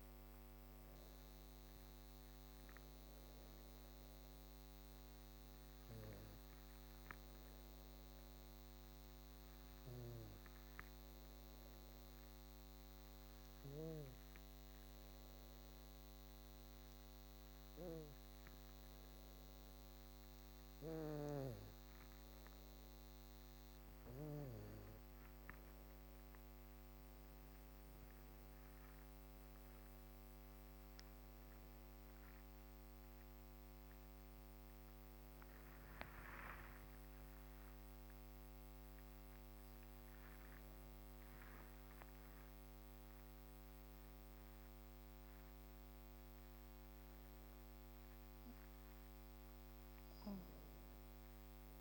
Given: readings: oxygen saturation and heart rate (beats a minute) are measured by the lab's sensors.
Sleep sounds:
a person partly awake in a sleep study, by a microphone on the trachea; 1
11.00-24.50 s: hypopnea (oxygen 97% before, 96% lowest, heart rate 63 before, 52 extreme, up 20 after)
26.50-51.81 s: new sleep stage, awake
From the record:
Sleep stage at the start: N2 (light sleep); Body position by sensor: on the back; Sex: female

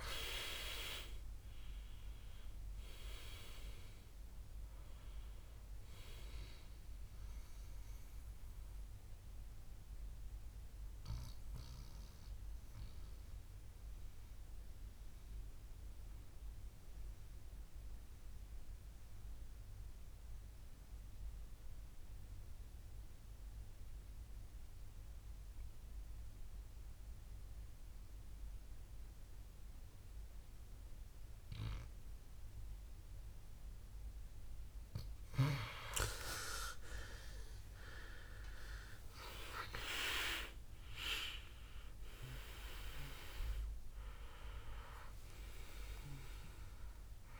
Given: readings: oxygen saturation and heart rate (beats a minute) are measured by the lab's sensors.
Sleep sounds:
breathing in sleep by a room microphone; 1
0.00-21.50 s: oxygen desaturation (device-marked, oxygen 91% lowest, heart rate 58 extreme)
8.50-35.50 s: mixed apnea (oxygen 98% before, 91% lowest, heart rate 70 before, 58 extreme, up 20 after)
37.00-41.00 s: arousal
37.50-47.40 s: oxygen desaturation (device-marked, oxygen 98% before, 91% lowest, heart rate 60 before, 59 extreme)
From the record:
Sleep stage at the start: N2 (light sleep); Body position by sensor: on the back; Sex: male

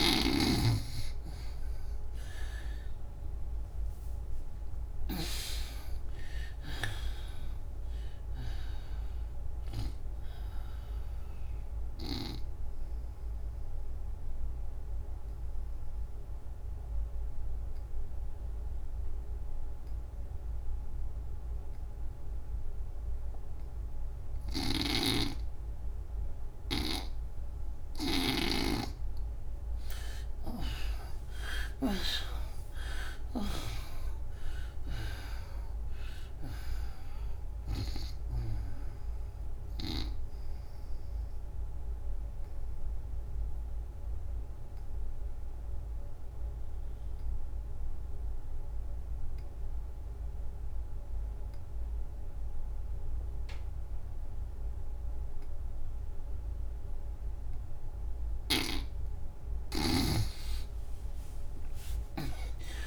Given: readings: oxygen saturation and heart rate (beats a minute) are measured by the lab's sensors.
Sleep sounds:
breathing in sleep by a room microphone; 2
0.00-2.00 s: arousal
0.00-30.00 s: oxygen desaturation (device-marked, oxygen 76% lowest, heart rate 73 extreme)
13.50-28.50 s: obstructive apnea (oxygen 95% before, 76% lowest, heart rate 99 before, 73 extreme, up 42 after)
24.50-28.50 s: snoring (device-marked)
30.00-34.00 s: arousal
35.00-47.00 s: oxygen desaturation (device-marked, oxygen 96% before, 80% lowest, heart rate 84 before, 72 extreme)
41.00-58.50 s: obstructive apnea (oxygen 96% before, 77% lowest, heart rate 92 before, 72 extreme)
54.00-62.87 s: oxygen desaturation (device-marked, oxygen 98% before, 77% lowest, heart rate 90 before, 70 extreme)
59.50-62.87 s: snoring (device-marked)
60.50-62.87 s: arousal
From the record:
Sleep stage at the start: N2 (light sleep); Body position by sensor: on the back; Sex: female

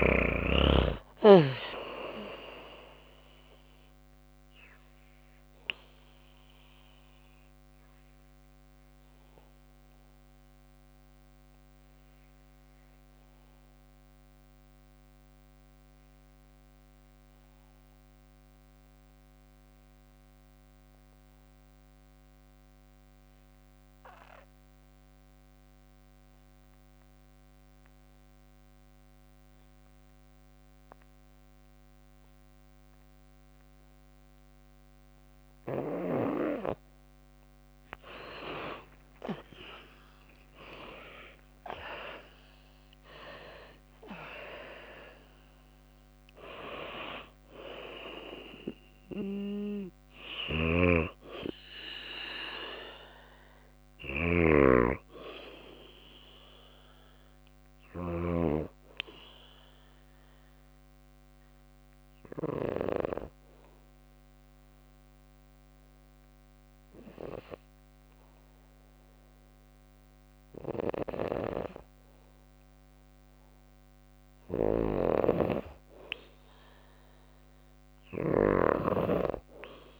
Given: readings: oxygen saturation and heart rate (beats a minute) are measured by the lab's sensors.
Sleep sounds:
breathing in sleep by a microphone on the trachea; 2
0.00-21.50 s: oxygen desaturation (device-marked, oxygen 92% lowest, heart rate 53 extreme)
5.00-35.00 s: obstructive apnea (oxygen 97% before, 87% lowest, heart rate 58 before, 53 extreme, up 6 after)
35.50-66.50 s: oxygen desaturation (device-marked, oxygen 98% before, 87% lowest, heart rate 54 before, 54 extreme)
37.50-42.00 s: arousal
49.50-57.50 s: snoring (device-marked)
59.00-71.00 s: obstructive apnea (oxygen 98% before, 87% lowest, heart rate 58 before, 54 extreme, up 1 after)
73.50-80.00 s: snoring (device-marked)
74.50-79.00 s: arousal
From the record:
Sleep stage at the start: N2 (light sleep); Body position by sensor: on the back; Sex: female

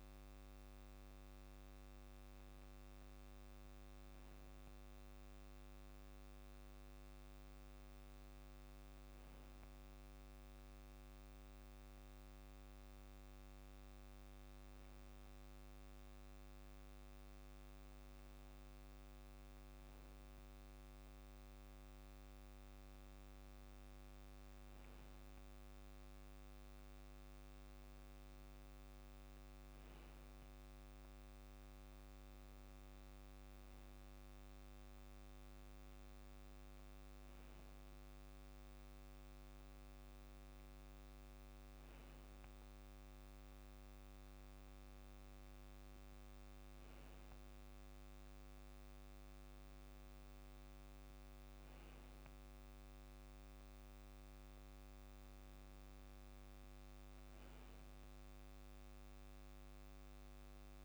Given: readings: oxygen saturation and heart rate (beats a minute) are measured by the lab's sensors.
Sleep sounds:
breathing in sleep, hard to hear, by a microphone on the trachea; none
none scored
From the record:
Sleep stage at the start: REM sleep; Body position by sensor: on the back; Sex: male

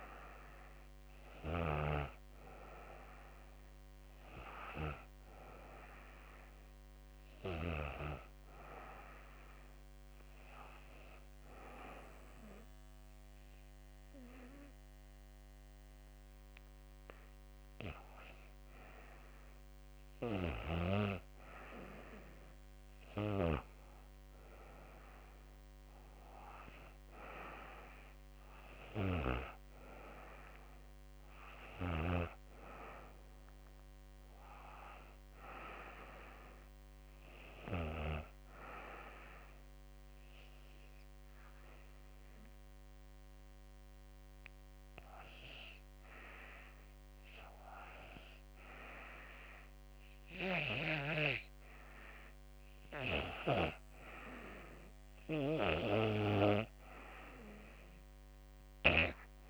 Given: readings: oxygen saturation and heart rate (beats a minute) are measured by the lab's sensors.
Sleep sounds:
breathing in sleep by a microphone on the trachea; 2
0.00-7.00 s: oxygen desaturation (device-marked, oxygen 86% lowest, heart rate 71 extreme)
9.50-20.00 s: hypopnea (oxygen 98% before, 89% lowest, heart rate 81 before, 71 extreme, up 5 after)
23.50-27.50 s: arousal
27.00-38.00 s: oxygen desaturation (device-marked, oxygen 97% before, 93% lowest, heart rate 73 before, 69 extreme)
36.00-47.00 s: hypopnea (oxygen 98% before, 83% lowest, heart rate 74 before, 69 extreme, up 5 after)
50.00-53.50 s: arousal
51.00-59.50 s: oxygen desaturation (device-marked, oxygen 95% before, 89% lowest, heart rate 74 before, 70 extreme)
From the record:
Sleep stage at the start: N2 (light sleep); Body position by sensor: on the back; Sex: female

